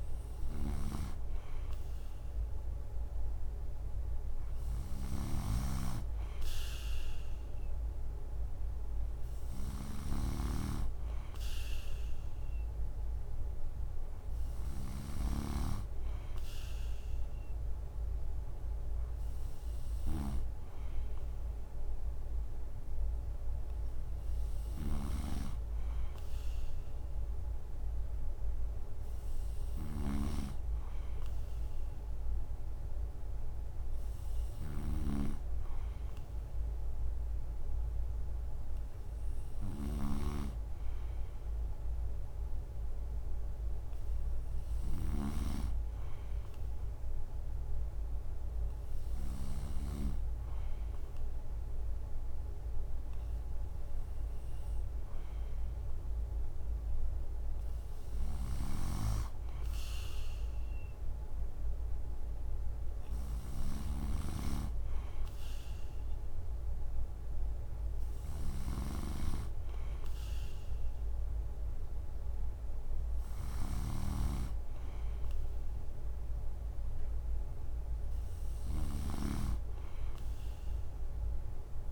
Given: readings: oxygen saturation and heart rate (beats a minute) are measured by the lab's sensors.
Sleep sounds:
breathing in sleep by a room microphone; none
0.00-49.50 s: snoring (device-marked)
58.00-81.92 s: snoring (device-marked)
From the record:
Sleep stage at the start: N3 (deep sleep); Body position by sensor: on the right side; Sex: male

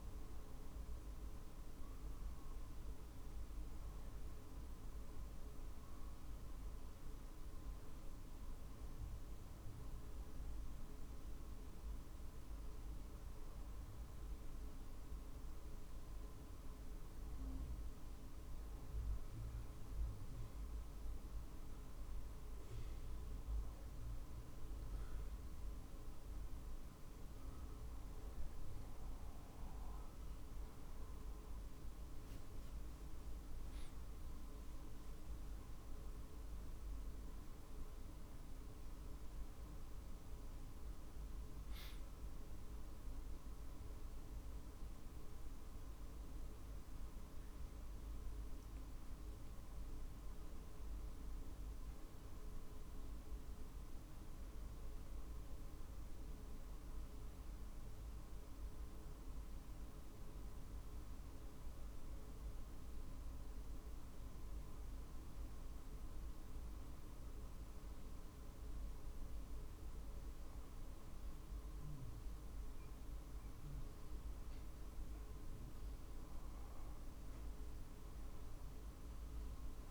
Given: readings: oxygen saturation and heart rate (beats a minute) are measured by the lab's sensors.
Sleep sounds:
breathing in sleep, hard to hear, by a room microphone; none
36.00-55.00 s: drop in pulse transit time (device-marked, heart rate 49 before, 51 extreme)
41.50-47.50 s: arousal
From the record:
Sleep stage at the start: N2 (light sleep); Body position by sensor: on the back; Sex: male

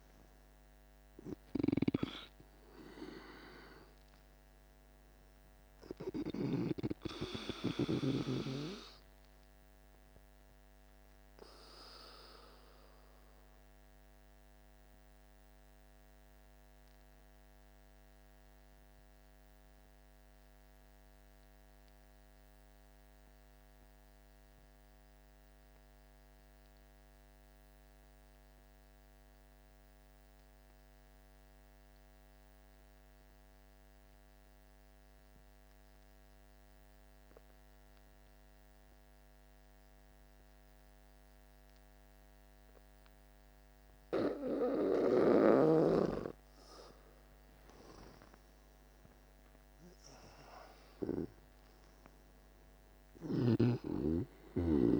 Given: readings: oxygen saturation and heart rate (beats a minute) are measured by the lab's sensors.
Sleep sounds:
breathing in sleep by a microphone on the trachea; 1
0.00-23.00 s: oxygen desaturation (device-marked, oxygen 82% lowest, heart rate 49 extreme)
13.50-46.00 s: obstructive apnea (oxygen 97% before, 82% lowest, heart rate 58 before, 49 extreme, up 16 after)
42.00-55.00 s: oxygen desaturation (device-marked, oxygen 98% before, 84% lowest, heart rate 50 before, 50 extreme)
47.00-51.50 s: arousal
From the record:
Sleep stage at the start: N2 (light sleep); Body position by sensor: on the back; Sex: male

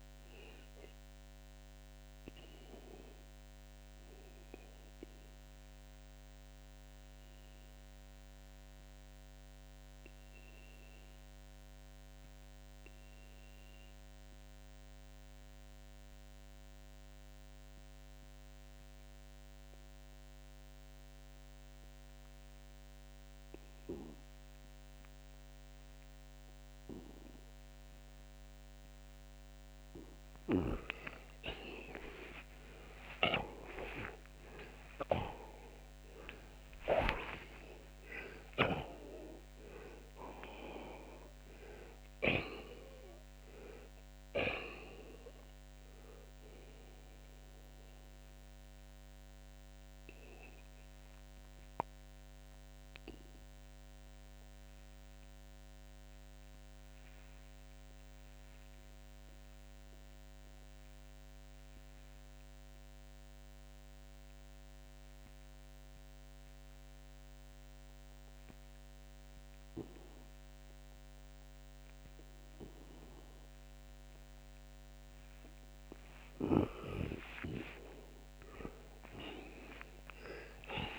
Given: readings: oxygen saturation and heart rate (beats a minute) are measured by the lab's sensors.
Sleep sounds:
breathing in sleep by a microphone on the trachea; 2
0.50-29.50 s: mixed apnea (oxygen 89% before, 79% lowest)
8.00-28.00 s: oxygen desaturation (device-marked, oxygen 86% before, 79% lowest)
30.00-42.00 s: snoring (device-marked)
31.00-35.50 s: arousal
40.00-42.00 s: oxygen desaturation (device-marked, oxygen 90% before, 87% lowest)
47.50-74.00 s: obstructive apnea (oxygen 90% before, 80% lowest)
59.00-80.98 s: oxygen desaturation (device-marked, oxygen 89% before, 80% lowest)
77.00-80.98 s: arousal
From the record:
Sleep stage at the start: N2 (light sleep); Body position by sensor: on the left side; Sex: male

